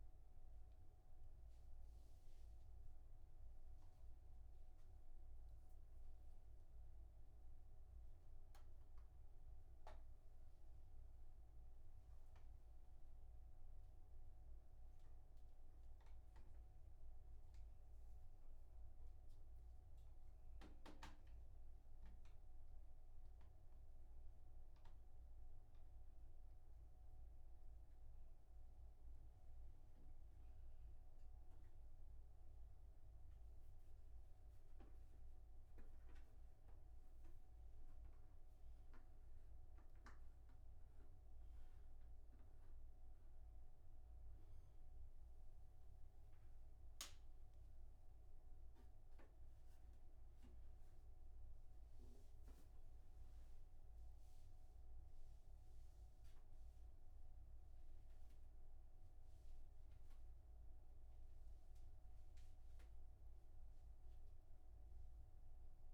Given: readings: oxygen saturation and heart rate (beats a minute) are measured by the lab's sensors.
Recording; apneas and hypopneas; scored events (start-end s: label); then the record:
a person awake in a sleep study, hard to hear, by a room microphone; none
none scored
From the record:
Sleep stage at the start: awake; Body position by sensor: upright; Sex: male